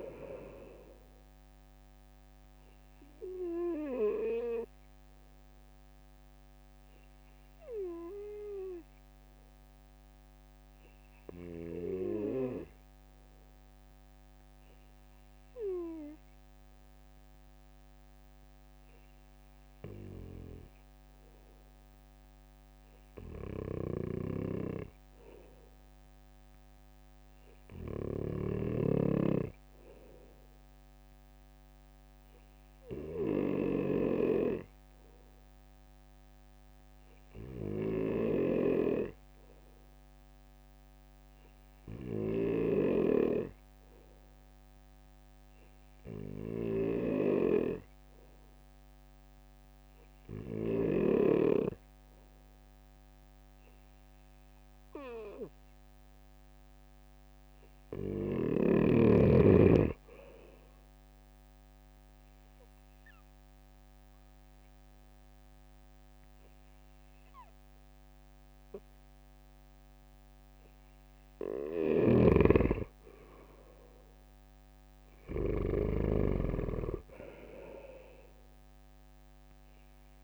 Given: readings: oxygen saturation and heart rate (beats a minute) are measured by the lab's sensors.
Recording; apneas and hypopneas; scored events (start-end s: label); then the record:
breathing in sleep by a microphone on the trachea; 2
4.00-19.50 s: obstructive apnea (oxygen 97% before, 93% lowest, heart rate 69 before, 63 extreme, up 2 after)
22.00-25.00 s: arousal
23.00-50.50 s: snoring (device-marked)
56.50-59.00 s: arousal
62.00-72.50 s: obstructive apnea (oxygen 97% before, 94% lowest, heart rate 67 before, 63 extreme, up 6 after)
71.00-75.50 s: snoring (device-marked)
74.50-78.00 s: arousal
From the record:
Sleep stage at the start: N2 (light sleep); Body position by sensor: on the right side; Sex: male